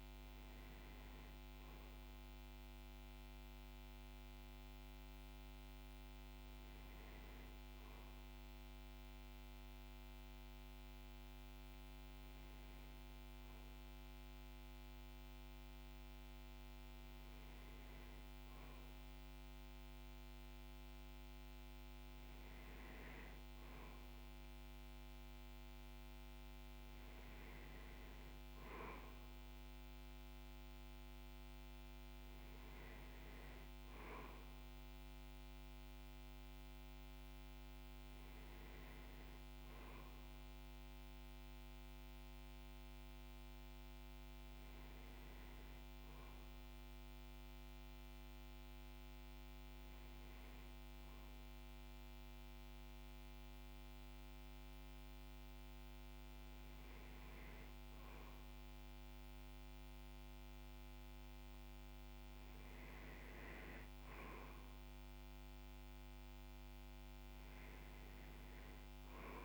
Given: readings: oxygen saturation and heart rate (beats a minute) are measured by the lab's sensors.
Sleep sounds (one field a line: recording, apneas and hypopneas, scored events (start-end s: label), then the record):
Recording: breathing in sleep, hard to hear, by a microphone on the trachea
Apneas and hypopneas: none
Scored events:
none scored
From the record:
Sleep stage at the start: N2 (light sleep)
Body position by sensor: on the back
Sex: male